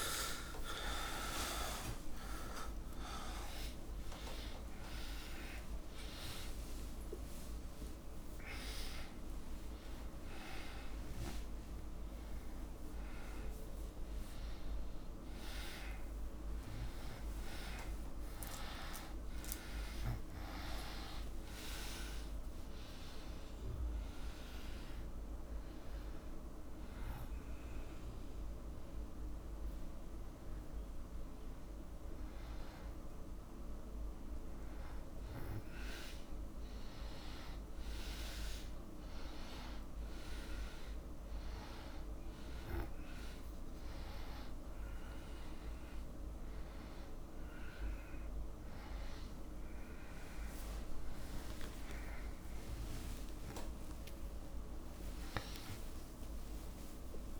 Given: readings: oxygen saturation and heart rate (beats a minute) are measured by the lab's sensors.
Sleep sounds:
a person awake in a sleep study, hard to hear, by a room microphone; none
15.50-28.50 s: oxygen desaturation (device-marked, oxygen 97% before, 92% lowest, heart rate 70 before, 71 extreme)
47.50-55.50 s: oxygen desaturation (device-marked, oxygen 97% before, 94% lowest, heart rate 74 before, 63 extreme)
50.50-57.40 s: tachycardia (device-marked, heart rate 82 before, 143 extreme)
From the record:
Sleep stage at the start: awake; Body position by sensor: on the back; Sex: male

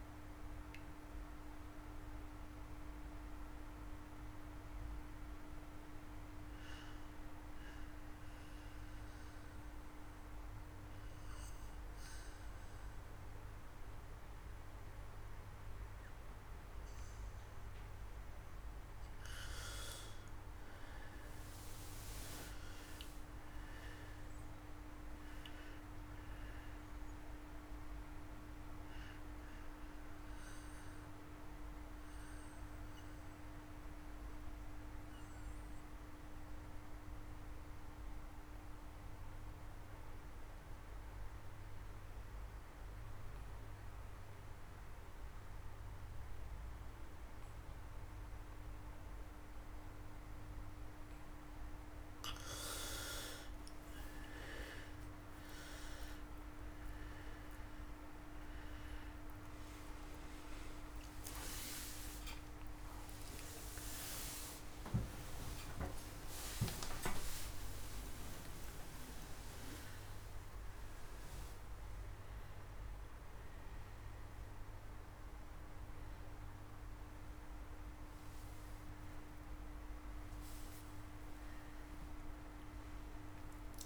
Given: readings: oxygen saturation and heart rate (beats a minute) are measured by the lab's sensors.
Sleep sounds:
a person partly awake in a sleep study, by a room microphone; 2
8.00-19.00 s: obstructive apnea (oxygen 99% before, 87% lowest)
19.00-41.00 s: oxygen desaturation (device-marked, oxygen 99% before, 92% lowest)
21.50-25.50 s: arousal
29.50-51.00 s: obstructive apnea (oxygen 99% before, 87% lowest)
52.00-70.00 s: oxygen desaturation (device-marked, oxygen 98% before, 87% lowest)
55.00-83.86 s: new sleep stage, awake
72.00-83.86 s: oxygen desaturation (device-marked, oxygen 91% before, 87% lowest)
From the record:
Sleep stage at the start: N2 (light sleep); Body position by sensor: on the back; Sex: male

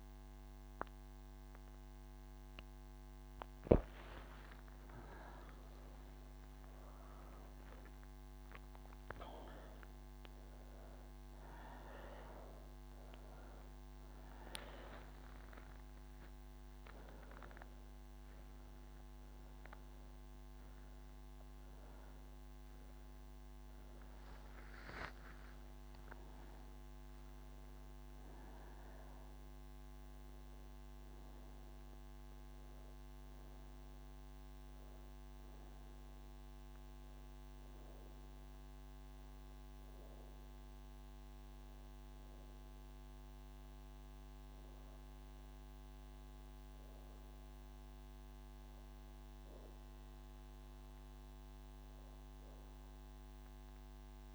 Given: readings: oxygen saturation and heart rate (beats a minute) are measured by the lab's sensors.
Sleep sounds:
breathing in sleep by a microphone on the trachea; none
0.50-32.50 s: oxygen desaturation (device-marked, oxygen 98% before, 92% lowest)
40.50-54.35 s: oxygen desaturation (device-marked, oxygen 94% before, 88% lowest)
From the record:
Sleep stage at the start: N2 (light sleep); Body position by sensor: on the right side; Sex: female

